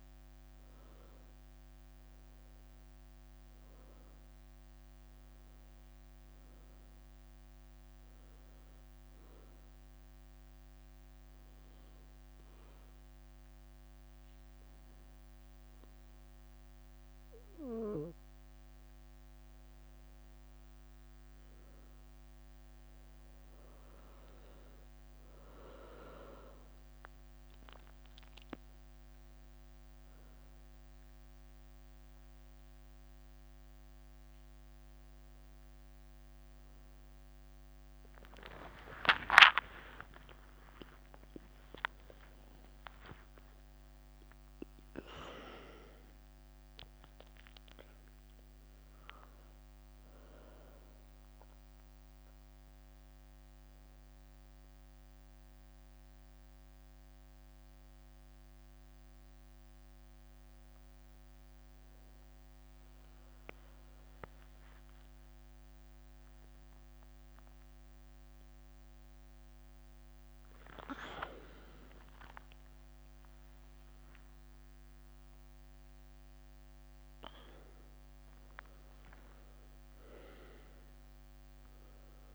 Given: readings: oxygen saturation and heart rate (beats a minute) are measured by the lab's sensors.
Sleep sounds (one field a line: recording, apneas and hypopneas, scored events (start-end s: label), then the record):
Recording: a person awake in a sleep study, by a microphone on the trachea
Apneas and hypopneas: 1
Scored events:
0.00-2.00 s: arousal
0.00-19.00 s: oxygen desaturation (device-marked, oxygen 95% before, 91% lowest, heart rate 67 before, 65 extreme)
8.00-18.50 s: hypopnea (oxygen 95% before, 91% lowest, heart rate 70 before, 65 extreme, up 11 after)
11.50-12.50 s: leg movement (device-marked)
21.00-82.35 s: new sleep stage, awake
38.50-42.50 s: leg movement (device-marked)
44.50-48.50 s: leg movement (device-marked)
50.00-55.00 s: leg movement (device-marked)
66.50-69.50 s: leg movement (device-marked)
71.50-77.00 s: leg movement (device-marked)
72.50-74.50 s: long interval between heartbeats (device-marked, heart rate 73 before, 81 extreme)
79.00-82.35 s: leg movement (device-marked)
From the record:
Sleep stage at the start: N2 (light sleep)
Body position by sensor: on the back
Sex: female